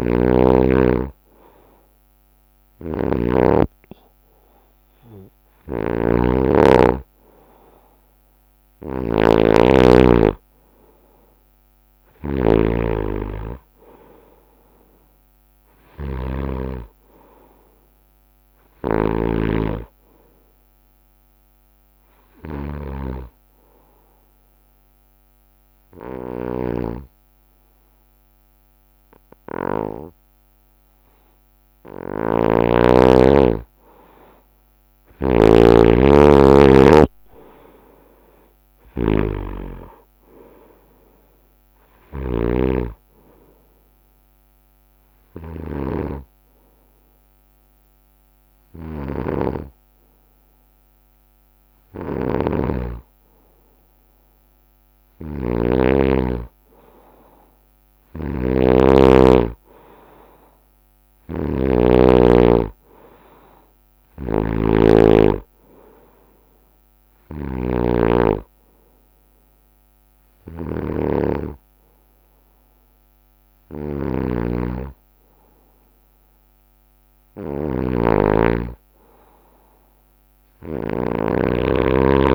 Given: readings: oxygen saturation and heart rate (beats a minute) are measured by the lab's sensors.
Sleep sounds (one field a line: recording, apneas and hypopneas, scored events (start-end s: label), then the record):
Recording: breathing in sleep by a microphone on the trachea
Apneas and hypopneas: 3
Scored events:
0.00-4.50 s: oxygen desaturation (device-marked, oxygen 91% lowest, heart rate 64 extreme)
0.00-12.00 s: snoring (device-marked)
14.00-18.00 s: arousal
22.50-33.50 s: obstructive apnea (oxygen 93% before, 89% lowest, heart rate 68 before, 61 extreme, up 4 after)
37.00-41.00 s: arousal
39.50-62.50 s: oxygen desaturation (device-marked, oxygen 94% before, 89% lowest, heart rate 65 before, 61 extreme)
43.50-53.50 s: hypopnea (oxygen 94% before, 89% lowest, heart rate 65 before, 61 extreme, up 6 after)
48.50-82.35 s: snoring (device-marked)
57.00-61.00 s: arousal
61.50-74.50 s: drop in pulse transit time (device-marked, heart rate 65 before, 61 extreme)
66.50-77.50 s: hypopnea (oxygen 96% before, 90% lowest, heart rate 65 before, 61 extreme, up 2 after)
80.50-82.35 s: arousal
From the record:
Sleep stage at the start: N2 (light sleep)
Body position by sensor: on the right side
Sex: male